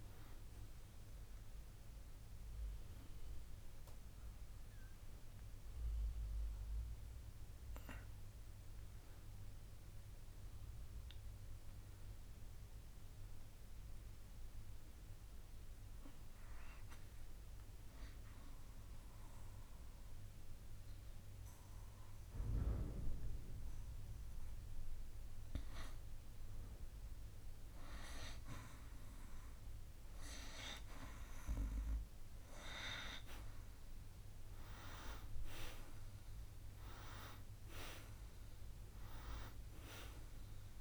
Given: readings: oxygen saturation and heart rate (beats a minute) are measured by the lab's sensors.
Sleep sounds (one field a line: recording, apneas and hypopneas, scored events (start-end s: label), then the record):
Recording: breathing in sleep by a room microphone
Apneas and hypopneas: 1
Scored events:
4.50-29.00 s: hypopnea (oxygen 94% before, 90% lowest, heart rate 65 before, 52 extreme, up 2 after)
32.50-40.81 s: oxygen desaturation (device-marked, oxygen 97% before, 90% lowest, heart rate 59 before, 55 extreme)
33.50-39.00 s: arousal
From the record:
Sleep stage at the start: N2 (light sleep)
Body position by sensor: on the back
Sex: male